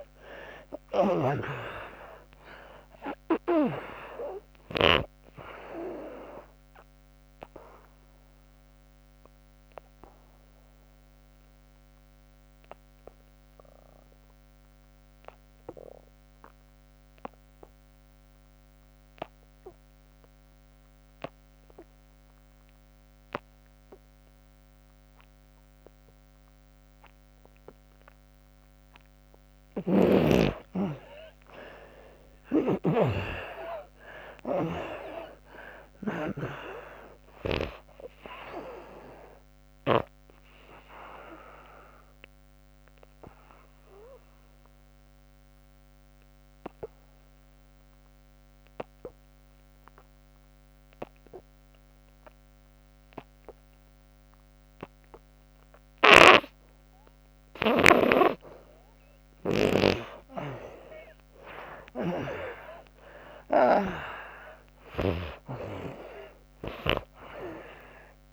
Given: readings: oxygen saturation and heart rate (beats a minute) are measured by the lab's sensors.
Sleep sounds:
breathing in sleep by a microphone on the trachea; 2
0.00-2.00 s: arousal
0.00-3.50 s: snoring (device-marked)
2.50-18.50 s: oxygen desaturation (device-marked, oxygen 97% before, 78% lowest, heart rate 67 before, 62 extreme)
7.00-28.00 s: obstructive apnea (oxygen 98% before, 76% lowest, heart rate 73 before, 62 extreme, up 25 after)
20.50-53.50 s: oxygen desaturation (device-marked, oxygen 98% before, 76% lowest, heart rate 79 before, 62 extreme)
29.00-39.50 s: snoring (device-marked)
30.00-35.50 s: arousal
40.00-55.50 s: obstructive apnea (oxygen 98% before, 76% lowest, heart rate 72 before, 63 extreme, up 14 after)
57.00-65.00 s: snoring (device-marked)
60.00-64.00 s: arousal
64.50-68.33 s: oxygen desaturation (device-marked, oxygen 98% before, 81% lowest, heart rate 70 before, 62 extreme)
From the record:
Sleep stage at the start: N2 (light sleep); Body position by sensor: on the back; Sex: female

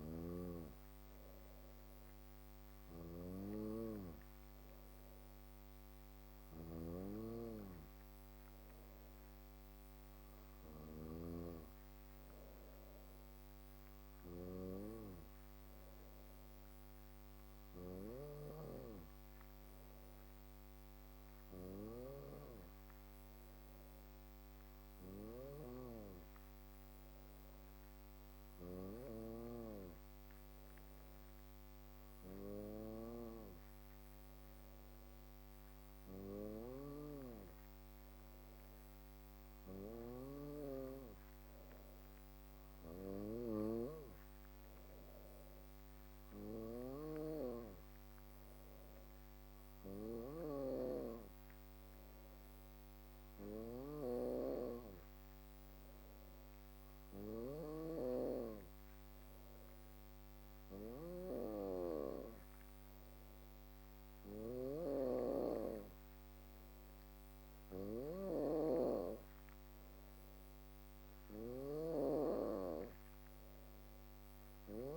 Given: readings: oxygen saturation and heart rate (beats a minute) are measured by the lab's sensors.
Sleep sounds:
breathing in sleep by a microphone on the trachea; none
0.00-9.00 s: drop in pulse transit time (device-marked, heart rate 54 extreme)
5.50-10.00 s: snoring (device-marked)
35.00-47.00 s: drop in pulse transit time (device-marked, heart rate 55 before, 54 extreme)
35.50-56.50 s: snoring (device-marked)
63.00-74.97 s: snoring (device-marked)
From the record:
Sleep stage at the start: N2 (light sleep); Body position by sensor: on the back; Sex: female

